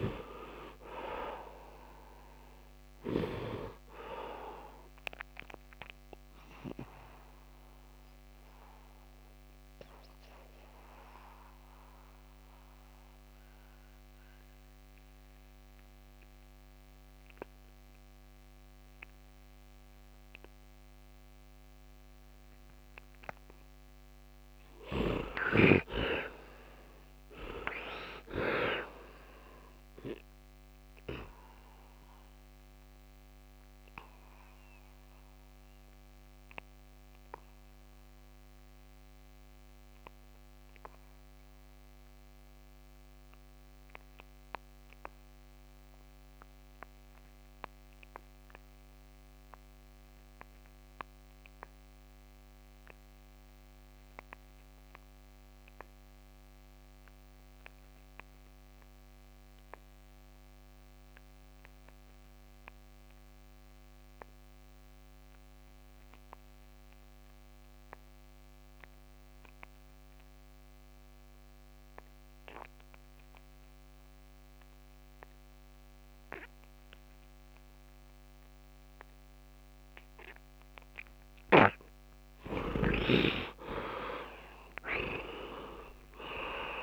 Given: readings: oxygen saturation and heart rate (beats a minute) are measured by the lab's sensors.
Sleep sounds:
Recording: breathing in sleep by a microphone on the trachea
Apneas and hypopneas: 2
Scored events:
0.00-18.00 s: oxygen desaturation (device-marked, heart rate 63 extreme)
4.00-25.00 s: mixed apnea (heart rate 72 before, 66 extreme, up 8 after)
27.00-30.50 s: arousal
28.00-45.00 s: oxygen desaturation (device-marked, oxygen 84% before, 56% lowest, heart rate 80 before, 66 extreme)
34.00-80.00 s: obstructive apnea (heart rate 83 before, 67 extreme, up 18 after)
50.00-86.83 s: oxygen desaturation (device-marked, heart rate 75 before, 68 extreme)
82.00-86.00 s: arousal
From the record:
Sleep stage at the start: N2 (light sleep)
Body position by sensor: on the back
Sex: male

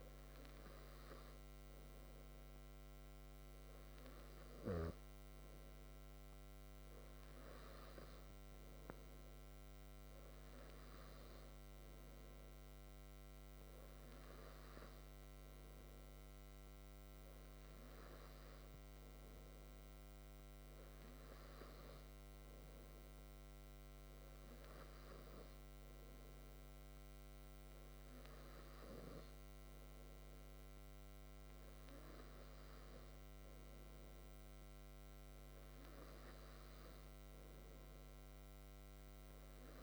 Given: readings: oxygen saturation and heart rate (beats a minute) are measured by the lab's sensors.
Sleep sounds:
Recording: breathing in sleep, hard to hear, by a microphone on the trachea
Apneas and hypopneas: none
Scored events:
0.50-39.83 s: new sleep stage, N3 (deep sleep)
From the record:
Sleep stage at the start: N2 (light sleep)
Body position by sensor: on the back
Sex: male

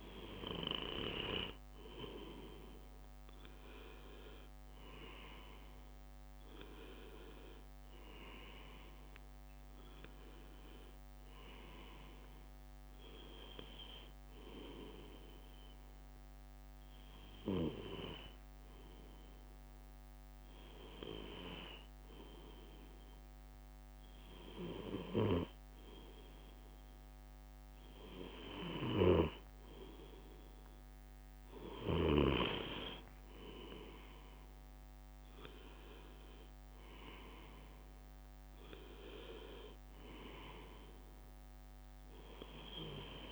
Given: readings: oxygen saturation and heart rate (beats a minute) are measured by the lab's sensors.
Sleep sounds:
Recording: breathing in sleep by a microphone on the trachea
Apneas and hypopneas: 1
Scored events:
4.50-15.50 s: drop in pulse transit time (device-marked, heart rate 64 before, 64 extreme)
16.50-28.50 s: hypopnea (oxygen 93% before, 93% lowest, heart rate 66 before, 62 extreme, up 5 after)
31.50-36.00 s: arousal
From the record:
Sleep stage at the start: N2 (light sleep)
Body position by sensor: on the left side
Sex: male

